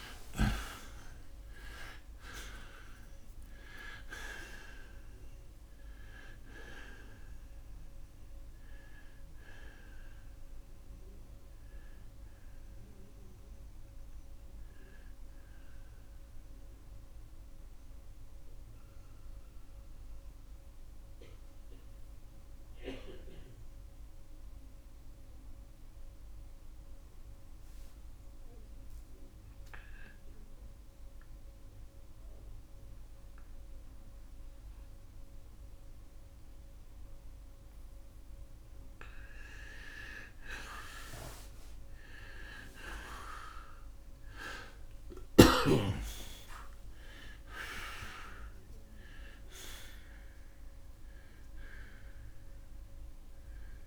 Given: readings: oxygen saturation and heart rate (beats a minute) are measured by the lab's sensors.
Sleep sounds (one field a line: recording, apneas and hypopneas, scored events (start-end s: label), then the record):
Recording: breathing in sleep by a room microphone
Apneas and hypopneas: 1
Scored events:
0.00-1.00 s: arousal
0.00-2.50 s: oxygen desaturation (device-marked, oxygen 85% lowest)
17.00-38.50 s: mixed apnea (oxygen 92% before, 84% lowest)
23.50-40.50 s: oxygen desaturation (device-marked, oxygen 92% before, 85% lowest)
42.00-47.00 s: arousal
48.50-53.87 s: new sleep stage, N2 (light sleep)
From the record:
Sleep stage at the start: N1 (lightest sleep)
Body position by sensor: on the right side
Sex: male